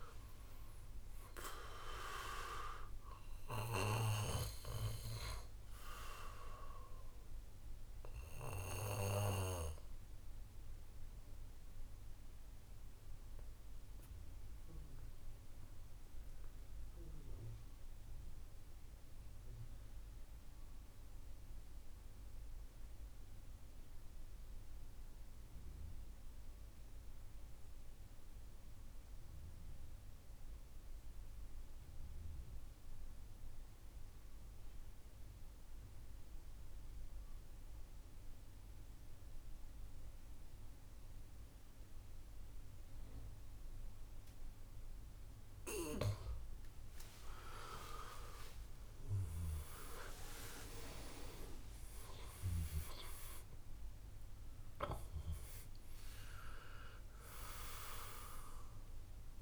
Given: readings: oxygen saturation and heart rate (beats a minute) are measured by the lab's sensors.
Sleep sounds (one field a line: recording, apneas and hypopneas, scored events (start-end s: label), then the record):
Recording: breathing in sleep by a room microphone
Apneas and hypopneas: 1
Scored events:
0.00-1.00 s: arousal
0.00-18.50 s: oxygen desaturation (device-marked, oxygen 91% lowest, heart rate 61 extreme)
11.50-46.00 s: mixed apnea (oxygen 99% before, 87% lowest, heart rate 67 before, 58 extreme, up 7 after)
38.50-49.50 s: oxygen desaturation (device-marked, oxygen 97% before, 91% lowest, heart rate 65 before, 58 extreme)
47.00-52.50 s: arousal
57.50-59.42 s: oxygen desaturation (device-marked, oxygen 94% before, 87% lowest, heart rate 71 before, 58 extreme)
From the record:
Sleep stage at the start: N2 (light sleep)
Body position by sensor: on the back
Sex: male